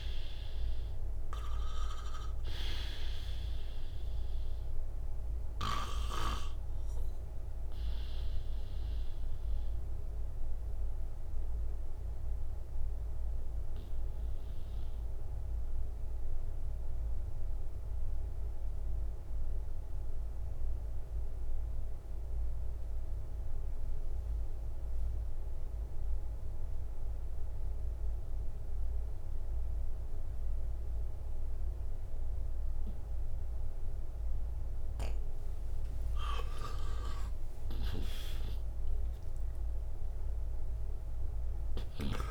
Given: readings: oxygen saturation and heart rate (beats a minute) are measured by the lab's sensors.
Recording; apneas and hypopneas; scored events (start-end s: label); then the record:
breathing in sleep by a room microphone; 1
0.00-23.00 s: oxygen desaturation (device-marked, oxygen 89% lowest, heart rate 58 extreme)
4.50-34.50 s: obstructive apnea (oxygen 97% before, 89% lowest, heart rate 69 before, 58 extreme, up 31 after)
33.00-42.31 s: oxygen desaturation (device-marked, oxygen 98% before, 89% lowest, heart rate 60 before, 58 extreme)
36.50-41.50 s: arousal
37.50-42.00 s: snoring (device-marked)
From the record:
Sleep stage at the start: N2 (light sleep); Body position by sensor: on the right side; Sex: male